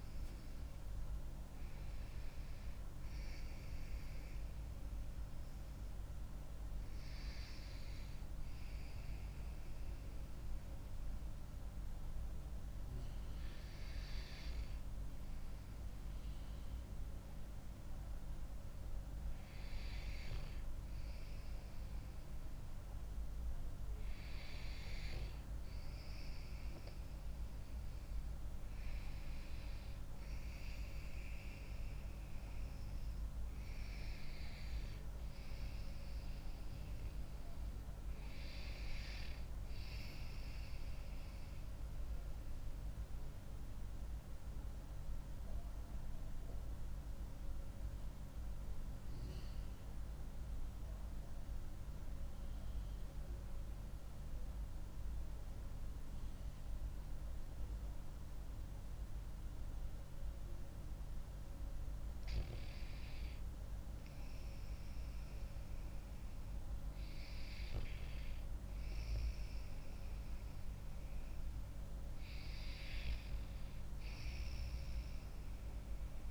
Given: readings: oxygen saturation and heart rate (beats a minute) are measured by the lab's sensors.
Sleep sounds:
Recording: breathing in sleep, hard to hear, by a room microphone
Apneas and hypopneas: 2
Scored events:
0.00-3.50 s: arousal
8.00-21.00 s: hypopnea (oxygen 95% before, 86% lowest)
29.00-32.50 s: arousal
42.00-59.50 s: obstructive apnea (oxygen 95% before, 86% lowest)
53.50-76.31 s: new sleep stage, REM sleep
60.50-64.50 s: arousal
64.50-76.31 s: oxygen desaturation (device-marked, oxygen 95% before, 86% lowest)
From the record:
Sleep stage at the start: N2 (light sleep)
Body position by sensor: on the back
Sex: female

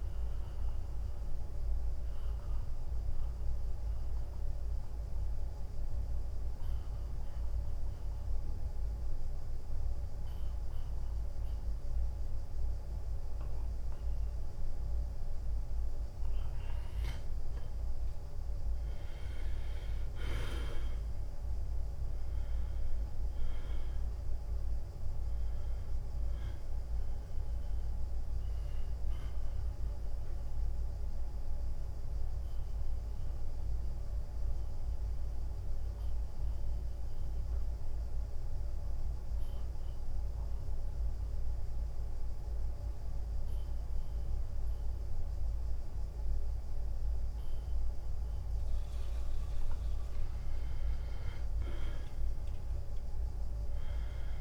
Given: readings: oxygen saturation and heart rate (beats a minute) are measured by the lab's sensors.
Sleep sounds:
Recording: breathing in sleep, hard to hear, by a room microphone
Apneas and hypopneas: 2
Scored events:
2.50-16.50 s: mixed apnea (oxygen 97% before, 91% lowest, heart rate 87 before, 85 extreme, up 3 after)
7.00-15.00 s: oxygen desaturation (device-marked, oxygen 97% before, 93% lowest, heart rate 87 before, 85 extreme)
19.00-33.00 s: drop in pulse transit time (device-marked, heart rate 87 before, 86 extreme)
20.50-25.00 s: arousal
29.00-49.50 s: mixed apnea (oxygen 96% before, 91% lowest, heart rate 88 before, 84 extreme, up 4 after)
40.00-48.00 s: oxygen desaturation (device-marked, oxygen 94% before, 91% lowest, heart rate 89 before, 84 extreme)
51.00-54.41 s: drop in pulse transit time (device-marked, heart rate 88 before, 84 extreme)
51.50-54.41 s: arousal
From the record:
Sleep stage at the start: N2 (light sleep)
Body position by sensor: on the back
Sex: male

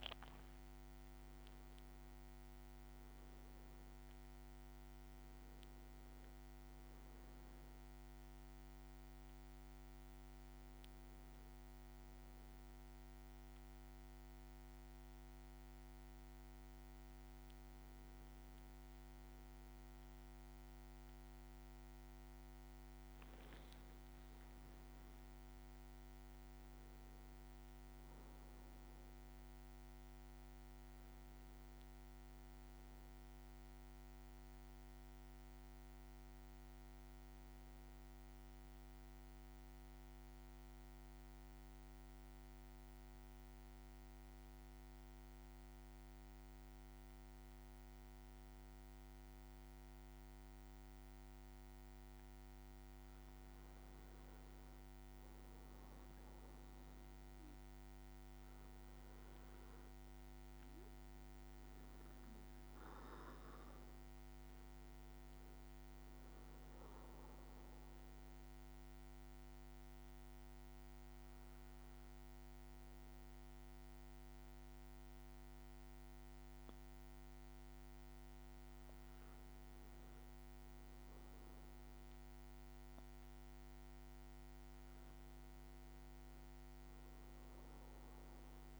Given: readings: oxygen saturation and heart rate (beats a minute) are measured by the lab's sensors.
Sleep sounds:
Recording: breathing in sleep, hard to hear, by a microphone on the trachea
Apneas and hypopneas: 2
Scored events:
22.00-25.00 s: leg movement (device-marked)
23.00-28.00 s: arousal
38.00-51.00 s: hypopnea (oxygen 98% before, 95% lowest, heart rate 57 before, 53 extreme, up 4 after)
55.00-59.50 s: arousal
56.50-76.50 s: oxygen desaturation (device-marked, oxygen 98% before, 95% lowest, heart rate 55 before, 54 extreme)
63.50-66.00 s: leg movement (device-marked)
68.00-78.50 s: obstructive apnea (oxygen 98% before, 95% lowest, heart rate 56 before, 54 extreme, up 2 after)
83.00-88.00 s: arousal
From the record:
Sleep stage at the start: N2 (light sleep)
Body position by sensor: on the back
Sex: male

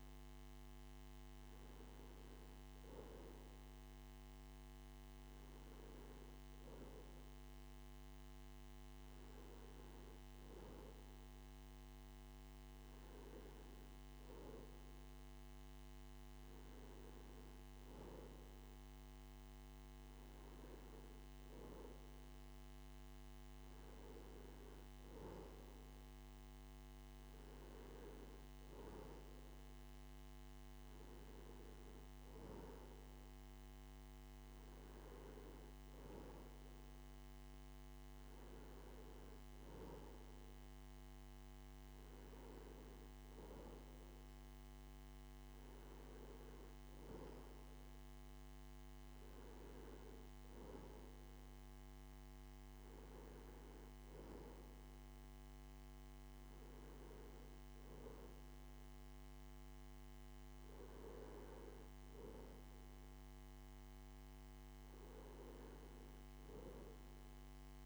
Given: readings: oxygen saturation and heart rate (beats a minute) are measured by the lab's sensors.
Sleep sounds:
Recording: breathing in sleep by a microphone on the trachea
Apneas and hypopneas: none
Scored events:
none scored
From the record:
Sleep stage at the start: N2 (light sleep)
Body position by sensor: on the left side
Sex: male

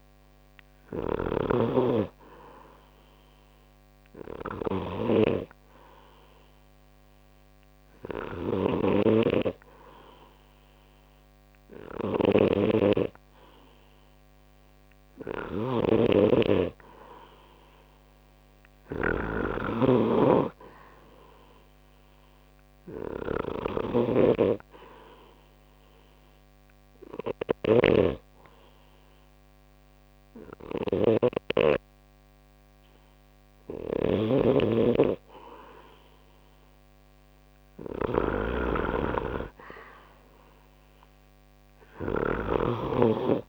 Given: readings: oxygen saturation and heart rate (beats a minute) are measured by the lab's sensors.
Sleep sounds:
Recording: breathing in sleep by a microphone on the trachea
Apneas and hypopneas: 2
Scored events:
0.00-43.49 s: snoring (device-marked)
2.50-16.00 s: hypopnea (oxygen 95% before, 91% lowest)
18.00-21.50 s: arousal
24.50-36.00 s: hypopnea (oxygen 94% before, 91% lowest)
38.50-42.00 s: arousal
From the record:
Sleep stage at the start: N2 (light sleep)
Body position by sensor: on the right side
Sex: male

